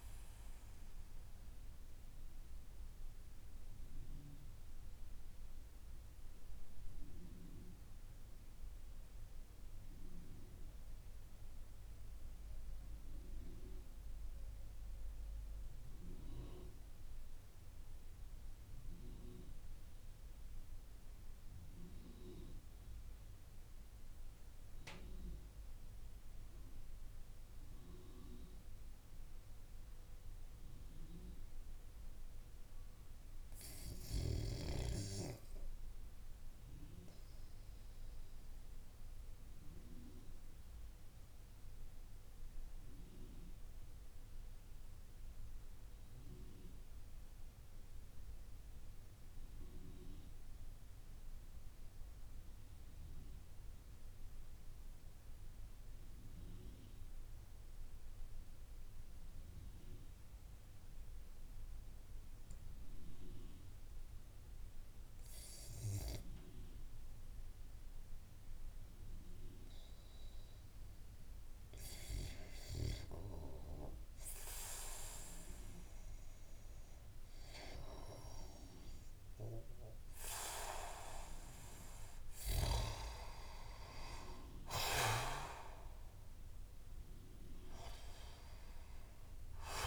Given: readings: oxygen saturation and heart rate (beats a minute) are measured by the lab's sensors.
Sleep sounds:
breathing in sleep by a room microphone; 2
0.00-16.00 s: oxygen desaturation (device-marked, oxygen 91% lowest)
1.50-30.00 s: obstructive apnea (oxygen 98% before, 77% lowest)
27.00-61.00 s: oxygen desaturation (device-marked, oxygen 95% before, 83% lowest)
32.00-35.00 s: arousal
39.00-70.00 s: obstructive apnea (oxygen 95% before, 77% lowest)
63.00-89.87 s: oxygen desaturation (device-marked, oxygen 87% before, 77% lowest)
71.50-75.50 s: arousal
From the record:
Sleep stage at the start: REM sleep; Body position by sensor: on the back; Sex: male

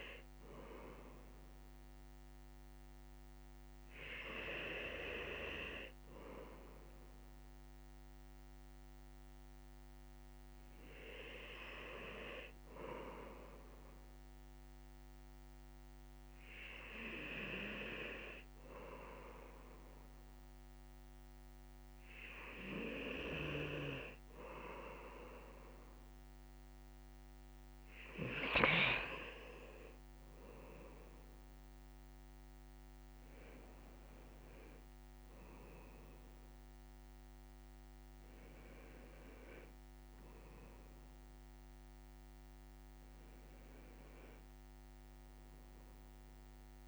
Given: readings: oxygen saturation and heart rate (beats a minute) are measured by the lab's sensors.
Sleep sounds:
breathing in sleep by a microphone on the trachea; none
33.50-46.88 s: new sleep stage, N1 (lightest sleep)
34.50-39.00 s: arousal
From the record:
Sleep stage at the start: N2 (light sleep); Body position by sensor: on the left side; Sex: male

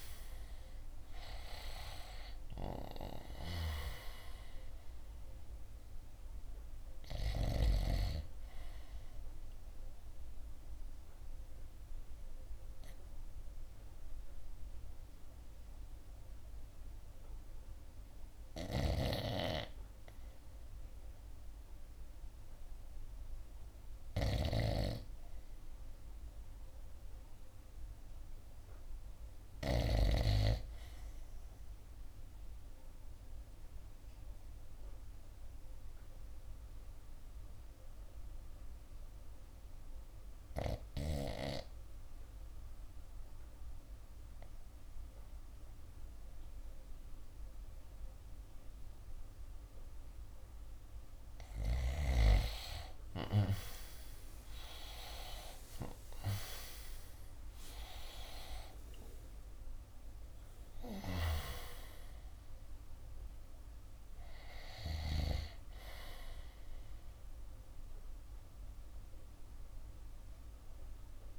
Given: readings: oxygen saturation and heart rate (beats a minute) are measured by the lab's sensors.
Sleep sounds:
breathing in sleep by a room microphone; 2
0.00-3.50 s: snoring (device-marked)
0.00-11.00 s: drop in pulse transit time (device-marked, heart rate 68 extreme)
0.00-25.00 s: oxygen desaturation (device-marked, oxygen 75% lowest, heart rate 60 extreme)
9.00-19.50 s: obstructive apnea (oxygen 95% before, 75% lowest, heart rate 72 before, 61 extreme, up 3 after)
18.50-30.00 s: snoring (device-marked)
24.00-28.00 s: arousal
32.50-50.00 s: obstructive apnea (oxygen 97% before, 76% lowest, heart rate 66 before, 60 extreme, up 18 after)
48.00-69.00 s: oxygen desaturation (device-marked, oxygen 89% before, 83% lowest, heart rate 63 before, 63 extreme)
53.00-58.00 s: arousal
54.00-67.00 s: drop in pulse transit time (device-marked, heart rate 63 before, 73 extreme)
From the record:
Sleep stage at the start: N2 (light sleep); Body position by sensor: on the right side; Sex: male

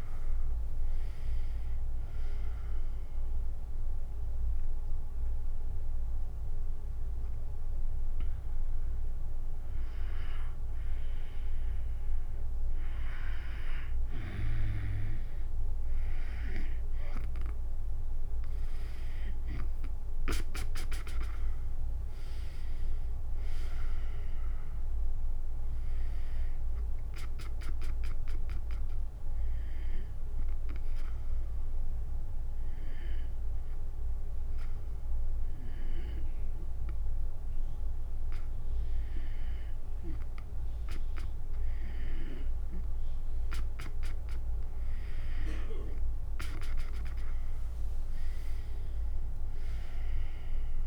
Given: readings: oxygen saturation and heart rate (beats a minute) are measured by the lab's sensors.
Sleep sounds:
breathing in sleep by a room microphone; 2
1.00-13.00 s: hypopnea (oxygen 95% before, 93% lowest, heart rate 72 before, 65 extreme, up 0 after)
17.50-26.50 s: oxygen desaturation (device-marked, oxygen 96% before, 93% lowest, heart rate 75 before, 64 extreme)
21.00-25.00 s: arousal
28.50-39.50 s: hypopnea (oxygen 96% before, 93% lowest, heart rate 73 before, 64 extreme, up 8 after)
45.50-50.87 s: drop in pulse transit time (device-marked, heart rate 69 before, 71 extreme)
47.50-50.50 s: arousal
From the record:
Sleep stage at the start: N2 (light sleep); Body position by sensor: on the back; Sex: female

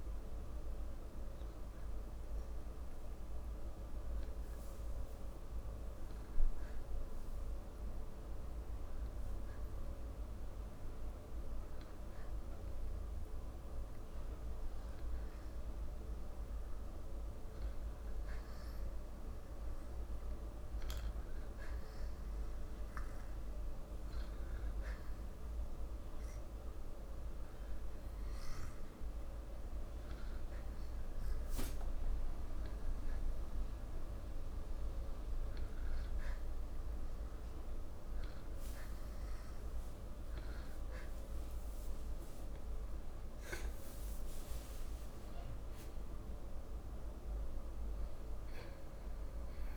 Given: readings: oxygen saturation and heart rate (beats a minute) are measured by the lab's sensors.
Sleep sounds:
breathing in sleep, hard to hear, by a room microphone; 1
0.00-9.00 s: oxygen desaturation (device-marked, oxygen 90% lowest, heart rate 50 extreme)
0.50-34.50 s: obstructive apnea (oxygen 96% before, 91% lowest, heart rate 91 before, 54 extreme, up 58 after)
24.00-43.00 s: oxygen desaturation (device-marked, oxygen 95% before, 91% lowest, heart rate 69 before, 62 extreme)
45.00-49.50 s: arousal
From the record:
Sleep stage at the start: N2 (light sleep); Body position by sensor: on the back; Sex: male

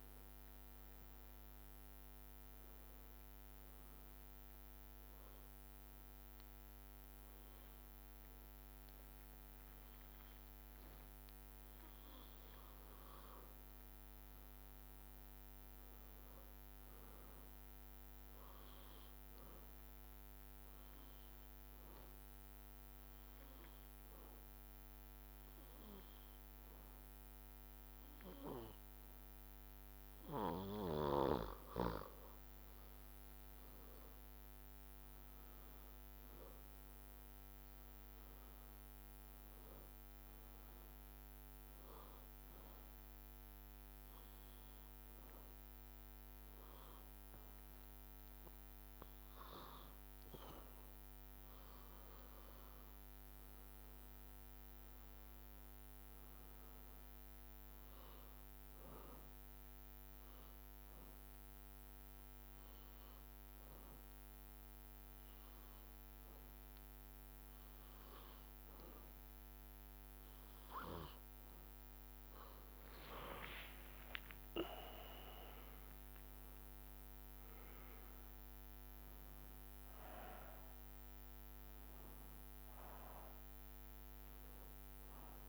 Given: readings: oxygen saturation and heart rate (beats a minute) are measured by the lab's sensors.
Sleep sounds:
breathing in sleep by a microphone on the trachea; 4
0.00-10.50 s: drop in pulse transit time (device-marked, heart rate 62 extreme)
3.50-13.50 s: hypopnea (oxygen 98% before, 93% lowest, heart rate 73 before, 61 extreme, up 9 after)
7.50-18.50 s: oxygen desaturation (device-marked, oxygen 97% before, 93% lowest, heart rate 73 before, 61 extreme)
15.50-18.00 s: arousal
20.00-30.50 s: obstructive apnea (oxygen 97% before, 93% lowest, heart rate 67 before, 62 extreme, up 12 after)
33.50-38.00 s: arousal
33.50-48.50 s: drop in pulse transit time (device-marked, heart rate 65 before, 63 extreme)
41.00-51.00 s: hypopnea (oxygen 96% before, 93% lowest, heart rate 66 before, 62 extreme, up 12 after)
51.50-55.00 s: arousal
59.50-71.00 s: hypopnea (oxygen 97% before, 93% lowest, heart rate 69 before, 61 extreme, up 19 after)
72.50-77.00 s: arousal
73.50-75.50 s: long interval between heartbeats (device-marked, heart rate 67 before, 75 extreme)
73.50-83.50 s: drop in pulse transit time (device-marked, heart rate 67 before, 65 extreme)
80.50-85.48 s: oxygen desaturation (device-marked, oxygen 97% before, 93% lowest, heart rate 69 before, 60 extreme)
From the record:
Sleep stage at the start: N2 (light sleep); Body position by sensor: on the back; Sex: male

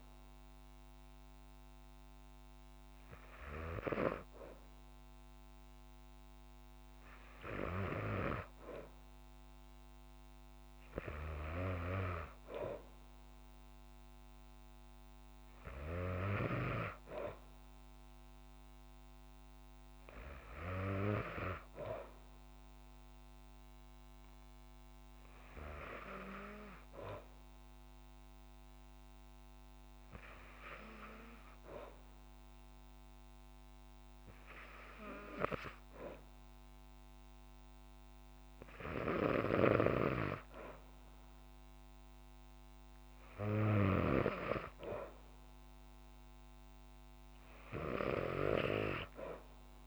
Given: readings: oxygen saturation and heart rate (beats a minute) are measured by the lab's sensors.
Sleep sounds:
breathing in sleep by a microphone on the trachea; none
none scored
From the record:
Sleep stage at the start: N2 (light sleep); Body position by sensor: on the back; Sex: female

